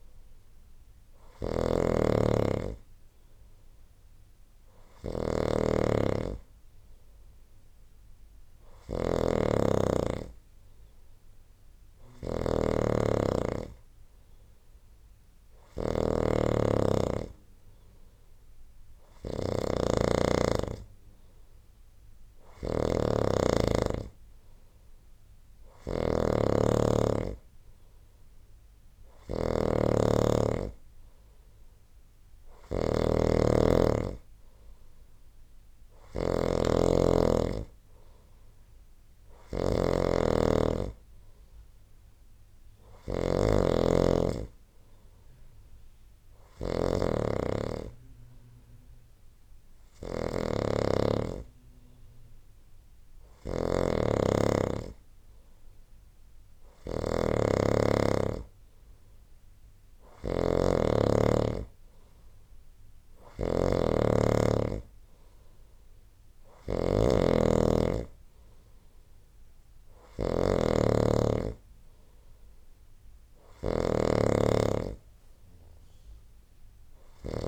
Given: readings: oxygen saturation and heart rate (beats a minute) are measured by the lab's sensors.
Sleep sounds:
breathing in sleep by a room microphone; none
0.00-77.48 s: snoring (device-marked)
From the record:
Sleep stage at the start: N2 (light sleep); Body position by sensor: on the right side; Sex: male

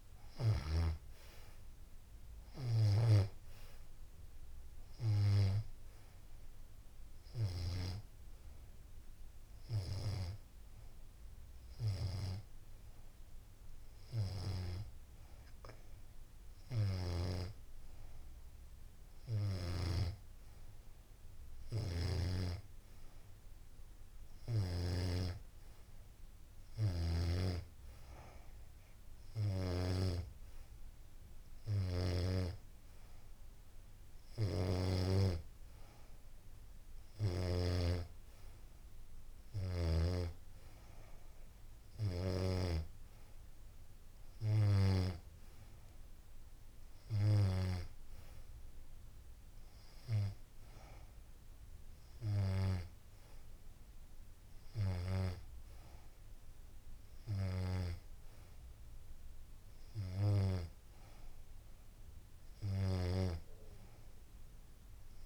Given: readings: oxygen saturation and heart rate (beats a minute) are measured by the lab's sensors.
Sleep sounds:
breathing in sleep by a room microphone; none
0.00-1.00 s: arousal
0.00-8.50 s: oxygen desaturation (device-marked, oxygen 88% lowest, heart rate 82 extreme)
From the record:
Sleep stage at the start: N2 (light sleep); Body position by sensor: on the back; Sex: female

